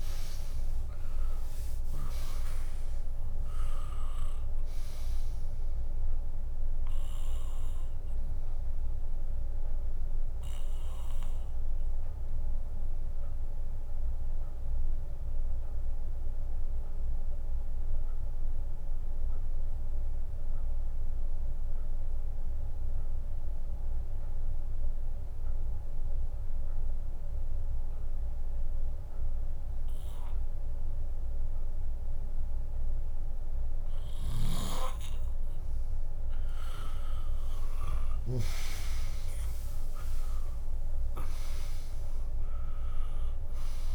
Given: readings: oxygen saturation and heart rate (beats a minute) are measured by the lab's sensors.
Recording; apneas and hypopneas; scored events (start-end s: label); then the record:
breathing in sleep by a room microphone; none
0.00-2.50 s: arousal
0.00-10.00 s: drop in pulse transit time (device-marked, heart rate 69 before, 61 extreme)
10.00-12.00 s: bradycardia (device-marked, heart rate 71 before, 68 extreme)
28.00-34.00 s: bradycardia (device-marked, heart rate 71 before, 58 extreme)
33.50-38.00 s: snoring (device-marked)
37.00-42.50 s: arousal
37.00-43.95 s: drop in pulse transit time (device-marked, heart rate 61 before, 69 extreme)
37.50-39.50 s: long interval between heartbeats (device-marked, heart rate 61 before, 77 extreme)
From the record:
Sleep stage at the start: N2 (light sleep); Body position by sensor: on the left side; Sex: female